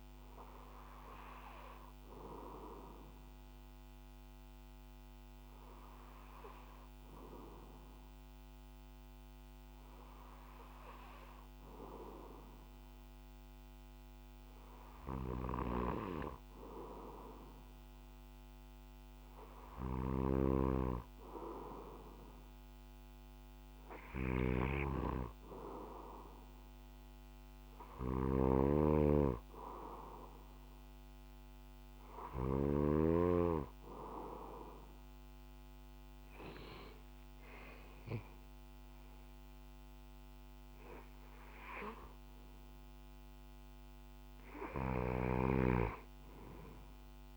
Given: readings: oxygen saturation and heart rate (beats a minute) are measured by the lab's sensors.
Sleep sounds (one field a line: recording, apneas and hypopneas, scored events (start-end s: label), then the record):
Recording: breathing in sleep by a microphone on the trachea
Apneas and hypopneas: none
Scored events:
19.50-32.50 s: snoring (device-marked)
From the record:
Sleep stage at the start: N2 (light sleep)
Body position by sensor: on the back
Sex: male